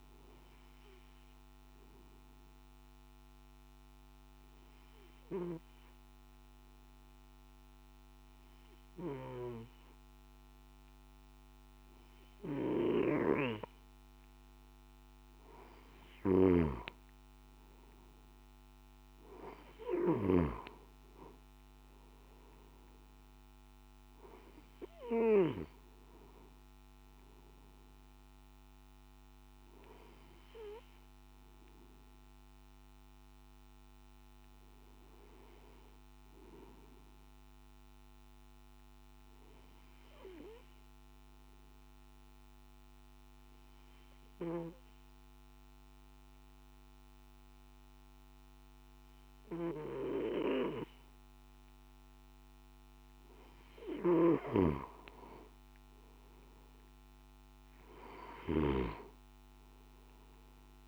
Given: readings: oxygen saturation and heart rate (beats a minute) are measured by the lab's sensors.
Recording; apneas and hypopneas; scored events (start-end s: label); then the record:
breathing in sleep by a microphone on the trachea; 2
0.00-7.50 s: oxygen desaturation (device-marked, oxygen 93% lowest, heart rate 51 extreme)
1.00-15.50 s: obstructive apnea (oxygen 97% before, 93% lowest, heart rate 54 before, 52 extreme, up 5 after)
16.00-20.50 s: snoring (device-marked)
38.50-52.50 s: obstructive apnea (oxygen 96% before, 93% lowest, heart rate 55 before, 50 extreme, up 4 after)
43.50-60.88 s: new sleep stage, N1 (lightest sleep)
From the record:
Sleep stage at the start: N3 (deep sleep); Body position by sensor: on the back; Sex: male